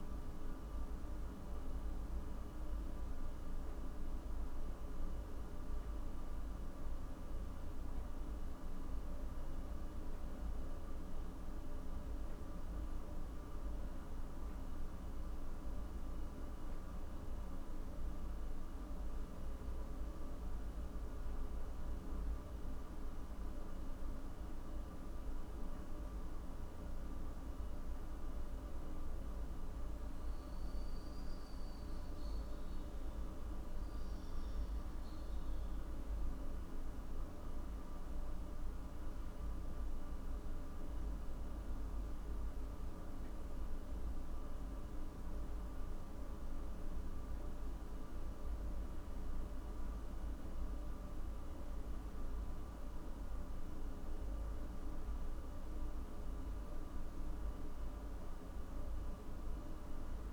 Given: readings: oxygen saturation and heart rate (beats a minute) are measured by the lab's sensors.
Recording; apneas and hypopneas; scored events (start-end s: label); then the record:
breathing in sleep, hard to hear, by a room microphone; none
none scored
From the record:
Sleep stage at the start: N1 (lightest sleep); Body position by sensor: on the back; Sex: male